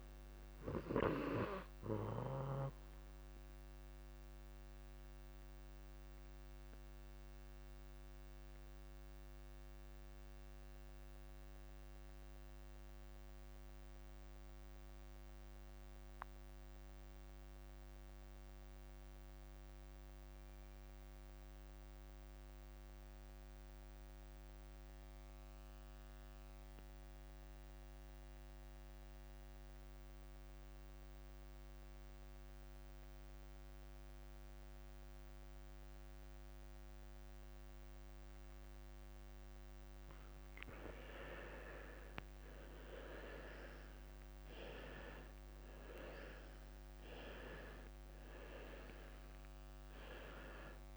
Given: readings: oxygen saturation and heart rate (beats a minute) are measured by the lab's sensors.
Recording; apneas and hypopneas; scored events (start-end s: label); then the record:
breathing in sleep by a microphone on the trachea; 1
0.00-21.50 s: oxygen desaturation (device-marked, oxygen 88% lowest, heart rate 50 extreme)
1.50-3.50 s: long interval between heartbeats (device-marked, heart rate 65 before, 79 extreme)
3.50-41.00 s: obstructive apnea (oxygen 98% before, 86% lowest, heart rate 67 before, 50 extreme, up 18 after)
36.50-50.96 s: oxygen desaturation (device-marked, oxygen 96% before, 86% lowest, heart rate 52 before, 52 extreme)
43.00-47.50 s: arousal
44.50-46.50 s: long interval between heartbeats (device-marked, heart rate 54 before, 67 extreme)
49.50-50.96 s: long interval between heartbeats (device-marked, heart rate 57 before, 68 extreme)
From the record:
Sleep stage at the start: N2 (light sleep); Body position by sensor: on the left side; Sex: male